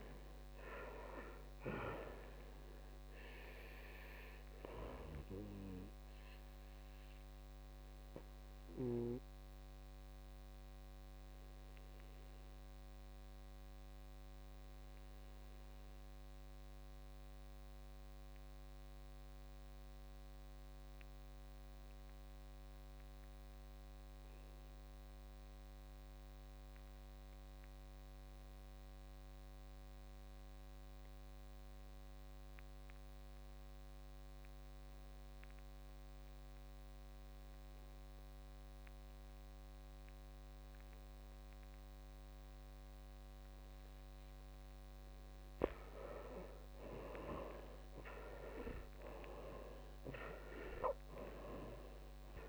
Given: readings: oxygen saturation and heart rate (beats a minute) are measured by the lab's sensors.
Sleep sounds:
breathing in sleep by a microphone on the trachea; 1
0.00-17.50 s: oxygen desaturation (device-marked, oxygen 76% lowest, heart rate 54 extreme)
7.00-44.00 s: obstructive apnea (oxygen 94% before, 73% lowest, heart rate 69 before, 54 extreme, up 10 after)
30.50-52.49 s: oxygen desaturation (device-marked, oxygen 98% before, 73% lowest, heart rate 58 before, 59 extreme)
45.50-49.50 s: arousal
From the record:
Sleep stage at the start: N2 (light sleep); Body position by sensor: on the back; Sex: male

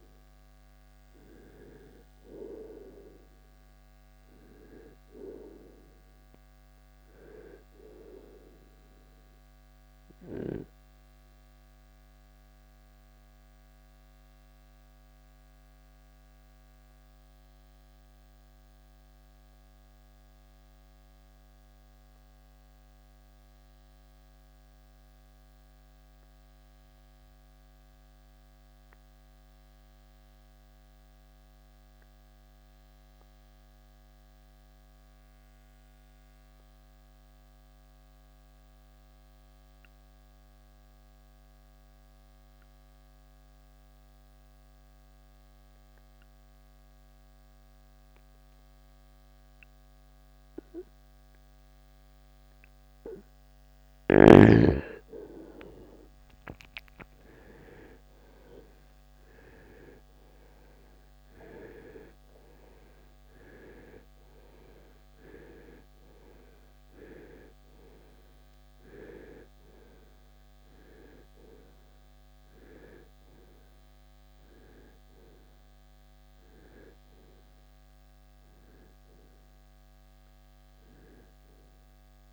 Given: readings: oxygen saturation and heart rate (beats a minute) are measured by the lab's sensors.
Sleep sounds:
breathing in sleep by a microphone on the trachea; 1
0.00-25.50 s: oxygen desaturation (device-marked, oxygen 79% lowest, heart rate 46 extreme)
10.50-82.33 s: new sleep stage, N2 (light sleep)
11.50-53.50 s: obstructive apnea (oxygen 95% before, 76% lowest, heart rate 76 before, 46 extreme, up 24 after)
47.50-82.33 s: oxygen desaturation (device-marked, oxygen 97% before, 76% lowest, heart rate 56 before, 53 extreme)
55.50-61.00 s: arousal
From the record:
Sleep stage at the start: N1 (lightest sleep); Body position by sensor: on the right side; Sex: male

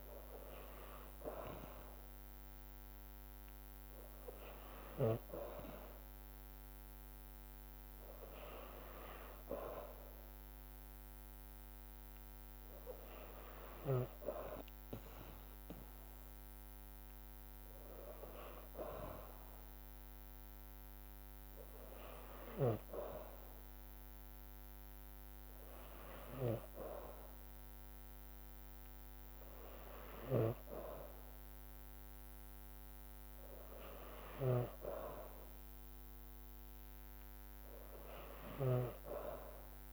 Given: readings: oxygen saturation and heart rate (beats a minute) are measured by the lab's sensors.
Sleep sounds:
breathing in sleep by a microphone on the trachea; none
34.00-38.50 s: snoring (device-marked)
From the record:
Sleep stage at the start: N2 (light sleep); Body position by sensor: on the back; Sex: female

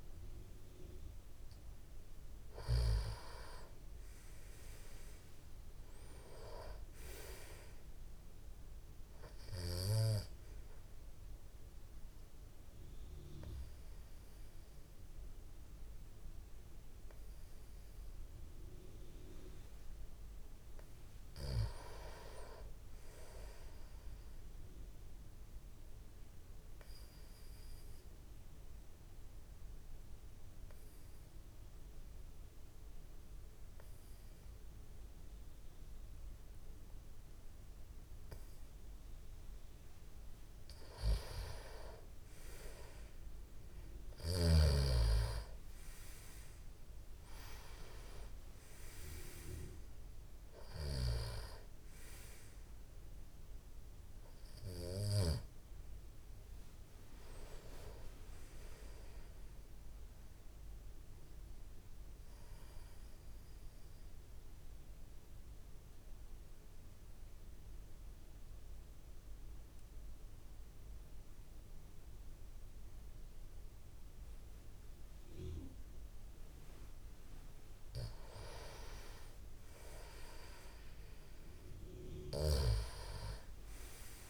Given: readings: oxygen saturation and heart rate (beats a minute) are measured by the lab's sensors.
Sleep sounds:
breathing in sleep by a room microphone; 3
0.00-3.00 s: arousal
10.00-20.00 s: obstructive apnea (oxygen 98% before, 91% lowest, heart rate 61 before, 51 extreme, up 10 after)
21.50-23.50 s: arousal
26.50-39.50 s: obstructive apnea (oxygen 96% before, 91% lowest, heart rate 60 before, 53 extreme, up 9 after)
41.50-46.00 s: arousal
50.00-72.00 s: oxygen desaturation (device-marked, oxygen 96% before, 91% lowest, heart rate 58 before, 52 extreme)
51.00-55.50 s: snoring (device-marked)
62.00-77.00 s: obstructive apnea (oxygen 97% before, 91% lowest, heart rate 59 before, 52 extreme, up 18 after)
79.50-83.50 s: arousal
From the record:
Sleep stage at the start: N2 (light sleep); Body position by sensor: on the back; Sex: male

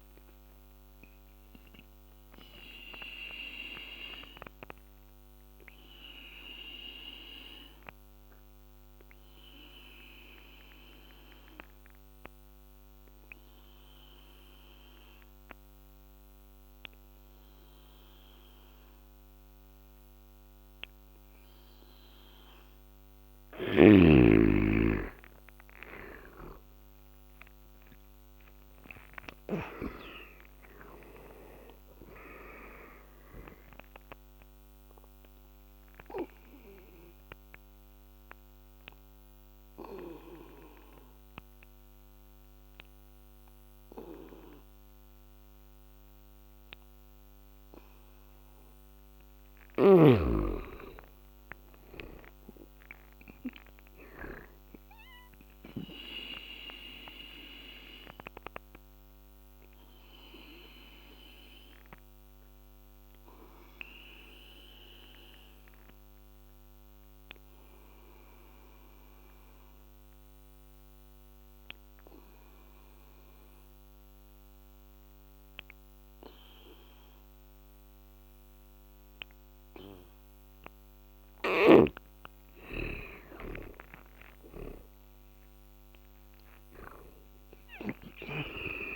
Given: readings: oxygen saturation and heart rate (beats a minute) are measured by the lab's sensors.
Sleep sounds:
breathing in sleep by a microphone on the trachea; 3
2.00-22.00 s: obstructive apnea (oxygen 97% before, 88% lowest, heart rate 80 before, 74 extreme, up 15 after)
4.50-9.50 s: oxygen desaturation (device-marked, oxygen 97% before, 93% lowest, heart rate 81 before, 74 extreme)
16.50-22.50 s: oxygen desaturation (device-marked, oxygen 94% before, 88% lowest, heart rate 85 before, 74 extreme)
24.50-28.00 s: arousal
28.50-51.50 s: oxygen desaturation (device-marked, oxygen 98% before, 90% lowest, heart rate 79 before, 75 extreme)
33.50-48.00 s: obstructive apnea (oxygen 98% before, 86% lowest, heart rate 81 before, 75 extreme, up 11 after)
50.50-54.50 s: arousal
57.00-80.00 s: obstructive apnea (oxygen 98% before, 86% lowest, heart rate 80 before, 75 extreme, up 14 after)
59.50-77.50 s: oxygen desaturation (device-marked, oxygen 98% before, 88% lowest, heart rate 80 before, 75 extreme)
82.50-86.50 s: arousal
From the record:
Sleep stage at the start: N2 (light sleep); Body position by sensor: on the back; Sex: male

